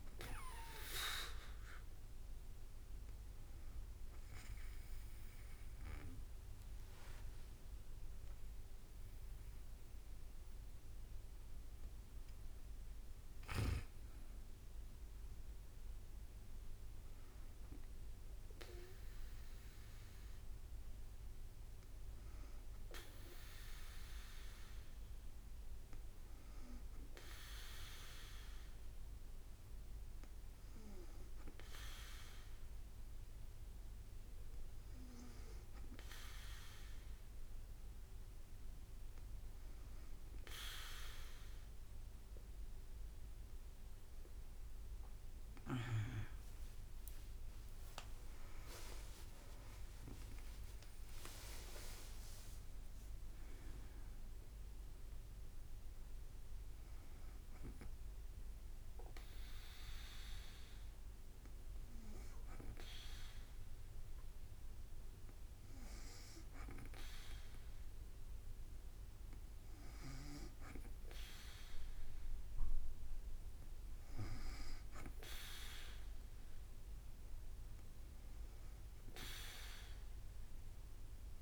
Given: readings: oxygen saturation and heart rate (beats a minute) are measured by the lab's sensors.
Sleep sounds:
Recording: breathing in sleep by a room microphone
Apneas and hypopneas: 2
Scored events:
2.00-6.50 s: arousal
5.00-15.00 s: oxygen desaturation (device-marked, oxygen 99% before, 94% lowest, heart rate 56 before, 53 extreme)
8.00-20.00 s: drop in pulse transit time (device-marked, heart rate 56 before, 56 extreme)
25.50-40.00 s: hypopnea (oxygen 99% before, 94% lowest, heart rate 57 before, 53 extreme, up 5 after)
45.00-49.50 s: arousal
48.00-62.00 s: drop in pulse transit time (device-marked, heart rate 54 before, 55 extreme)
48.00-62.00 s: oxygen desaturation (device-marked, oxygen 97% before, 94% lowest, heart rate 54 before, 52 extreme)
51.50-53.50 s: long interval between heartbeats (device-marked, heart rate 55 before, 66 extreme)
60.00-70.00 s: hypopnea (oxygen 98% before, 94% lowest, heart rate 61 before, 52 extreme, up 4 after)
75.50-80.00 s: arousal
From the record:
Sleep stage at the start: N2 (light sleep)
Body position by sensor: on the back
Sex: female

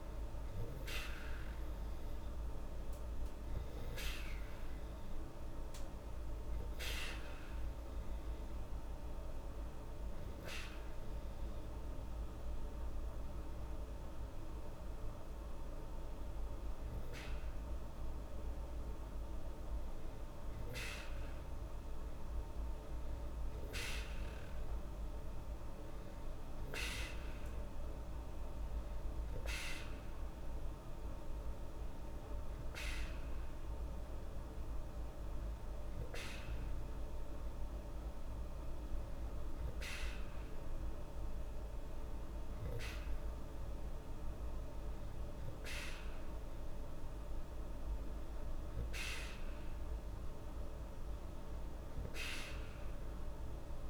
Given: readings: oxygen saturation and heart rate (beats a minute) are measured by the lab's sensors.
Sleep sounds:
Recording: breathing in sleep by a room microphone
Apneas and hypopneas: none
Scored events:
none scored
From the record:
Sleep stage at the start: N2 (light sleep)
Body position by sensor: on the back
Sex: female

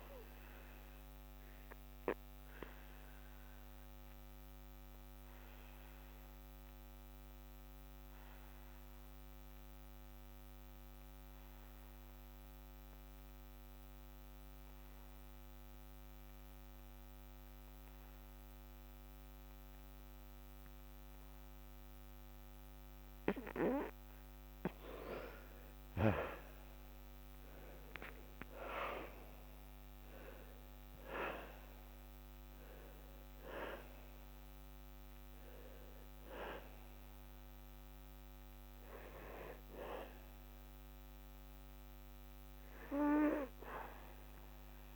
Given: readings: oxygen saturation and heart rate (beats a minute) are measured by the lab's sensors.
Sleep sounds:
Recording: breathing in sleep by a microphone on the trachea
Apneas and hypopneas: 1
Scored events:
2.00-23.00 s: obstructive apnea (oxygen 96% before, 79% lowest, heart rate 76 before, 57 extreme, up 19 after)
2.50-4.50 s: long interval between heartbeats (device-marked, heart rate 76 before, 74 extreme)
9.00-27.00 s: oxygen desaturation (device-marked, oxygen 96% before, 85% lowest, heart rate 75 before, 57 extreme)
27.00-32.00 s: arousal
39.00-44.96 s: oxygen desaturation (device-marked, oxygen 95% before, 79% lowest, heart rate 70 before, 58 extreme)
From the record:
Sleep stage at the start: N2 (light sleep)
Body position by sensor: on the back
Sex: male

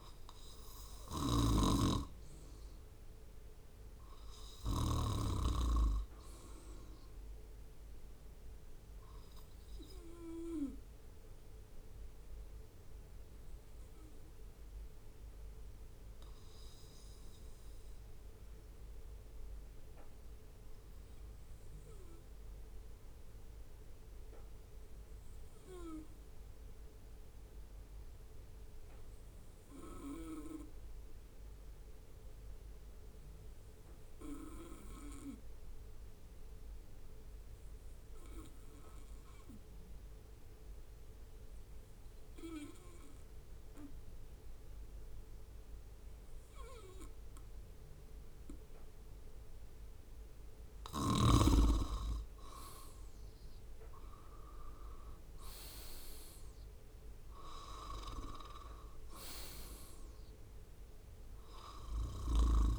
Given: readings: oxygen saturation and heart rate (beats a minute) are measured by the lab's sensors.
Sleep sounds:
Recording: breathing in sleep by a room microphone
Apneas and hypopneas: 1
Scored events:
0.50-4.50 s: snoring (device-marked)
12.50-23.50 s: oxygen desaturation (device-marked, oxygen 96% before, 93% lowest, heart rate 67 before, 65 extreme)
12.50-49.50 s: obstructive apnea (oxygen 97% before, 92% lowest, heart rate 67 before, 65 extreme, up 5 after)
51.00-56.50 s: arousal
From the record:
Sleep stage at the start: N2 (light sleep)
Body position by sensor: on the right side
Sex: male

